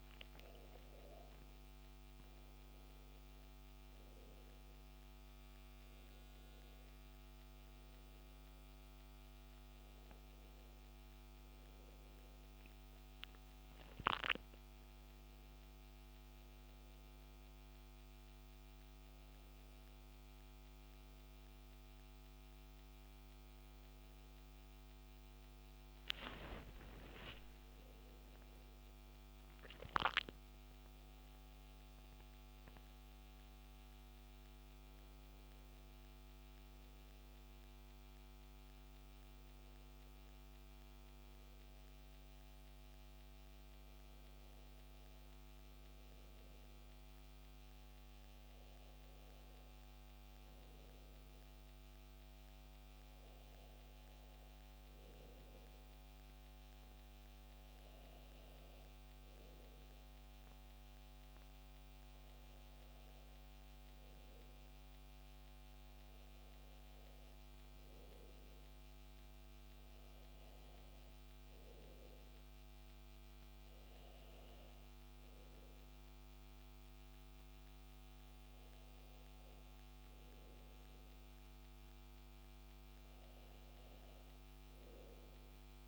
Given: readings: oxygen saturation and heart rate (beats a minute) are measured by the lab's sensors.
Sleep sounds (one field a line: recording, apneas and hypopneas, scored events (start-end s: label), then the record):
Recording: breathing in sleep, hard to hear, by a microphone on the trachea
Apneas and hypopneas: none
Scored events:
24.50-28.50 s: arousal
37.50-85.88 s: new sleep stage, N2 (light sleep)
From the record:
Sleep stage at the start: N1 (lightest sleep)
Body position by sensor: on the back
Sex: male